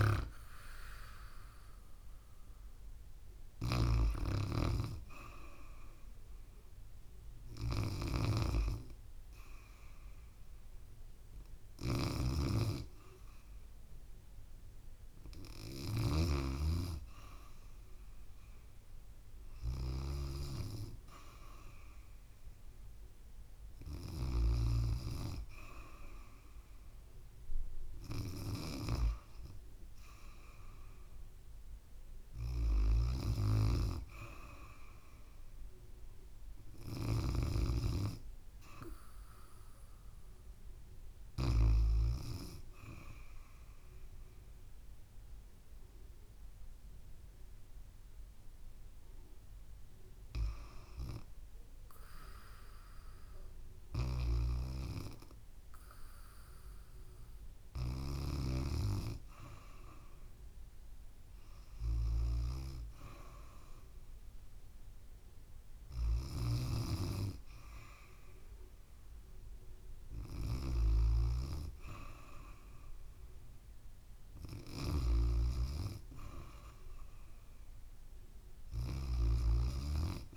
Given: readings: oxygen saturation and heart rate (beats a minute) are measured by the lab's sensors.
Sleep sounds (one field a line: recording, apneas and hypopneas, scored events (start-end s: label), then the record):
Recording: breathing in sleep by a room microphone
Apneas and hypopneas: none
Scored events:
0.00-4.00 s: snoring (device-marked)
16.00-24.50 s: snoring (device-marked)
22.50-80.37 s: new sleep stage, REM sleep
54.00-62.50 s: snoring (device-marked)
71.00-80.37 s: snoring (device-marked)
From the record:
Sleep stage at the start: N2 (light sleep)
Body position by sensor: on the back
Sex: female